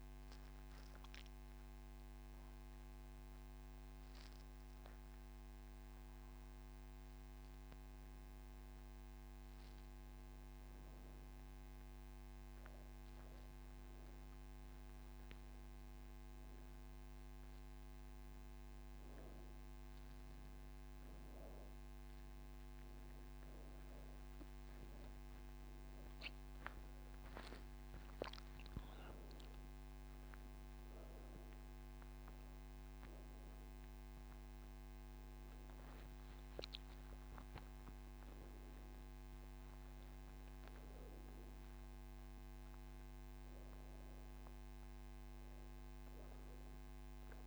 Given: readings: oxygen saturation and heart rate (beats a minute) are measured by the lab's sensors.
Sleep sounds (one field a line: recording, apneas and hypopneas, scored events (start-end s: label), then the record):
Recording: breathing in sleep, hard to hear, by a microphone on the trachea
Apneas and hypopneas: none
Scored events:
27.00-47.47 s: oxygen desaturation (device-marked, oxygen 98% before, 95% lowest, heart rate 45 before, 26 extreme)
36.00-47.47 s: new sleep stage, N1 (lightest sleep)
From the record:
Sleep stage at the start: N2 (light sleep)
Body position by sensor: on the right side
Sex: female